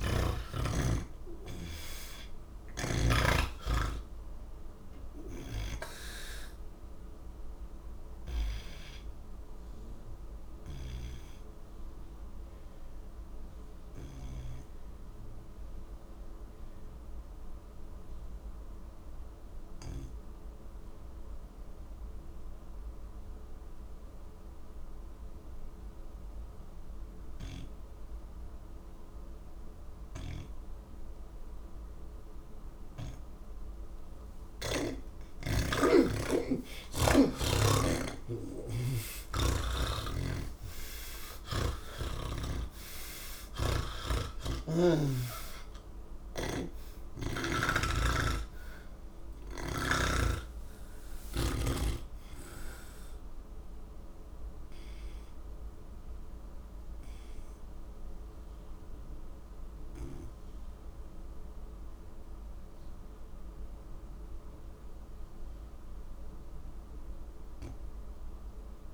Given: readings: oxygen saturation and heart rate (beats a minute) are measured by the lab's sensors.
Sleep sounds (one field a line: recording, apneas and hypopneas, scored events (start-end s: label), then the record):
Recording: breathing in sleep by a room microphone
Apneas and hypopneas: none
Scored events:
2.50-10.50 s: oxygen desaturation (device-marked, oxygen 87% before, 84% lowest, heart rate 96 before, 68 extreme)
41.50-68.94 s: oxygen desaturation (device-marked, oxygen 91% before, 75% lowest)
44.00-47.50 s: snoring (device-marked)
From the record:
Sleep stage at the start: N1 (lightest sleep)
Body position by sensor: on the back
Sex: male